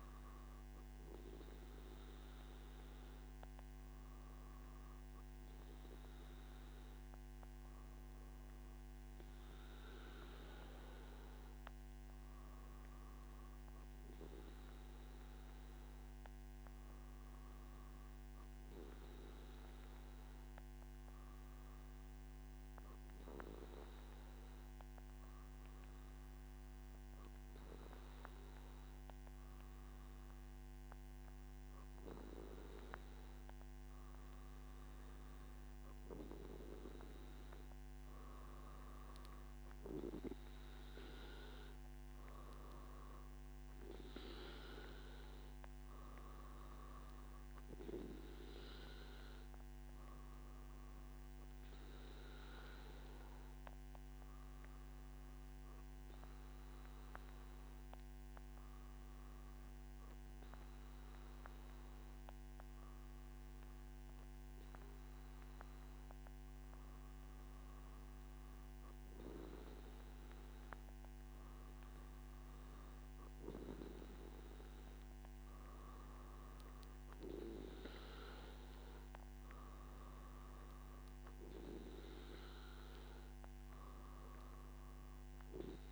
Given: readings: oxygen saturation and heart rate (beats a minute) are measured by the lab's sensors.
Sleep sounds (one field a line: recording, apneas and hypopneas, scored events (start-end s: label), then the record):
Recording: breathing in sleep by a microphone on the trachea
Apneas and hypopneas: 2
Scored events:
18.00-34.50 s: obstructive apnea (oxygen 95% before, 94% lowest, heart rate 118 before, 107 extreme, up 2 after)
40.00-85.92 s: new sleep stage, N1 (lightest sleep)
52.50-70.00 s: obstructive apnea (oxygen 96% before, 94% lowest, heart rate 115 before, 107 extreme, up 10 after)
From the record:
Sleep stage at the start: N3 (deep sleep)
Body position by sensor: on the back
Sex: male